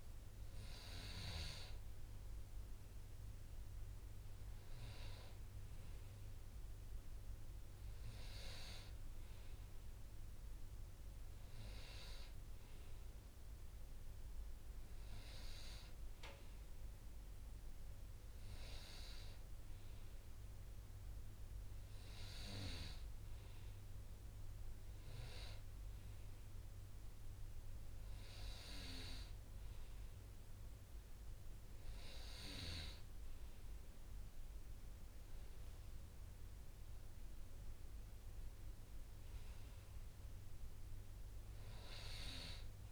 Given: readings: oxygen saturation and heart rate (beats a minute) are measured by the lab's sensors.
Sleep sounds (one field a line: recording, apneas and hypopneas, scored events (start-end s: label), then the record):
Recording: breathing in sleep by a room microphone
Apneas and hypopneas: none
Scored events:
none scored
From the record:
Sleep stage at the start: N2 (light sleep)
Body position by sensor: on the right side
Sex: male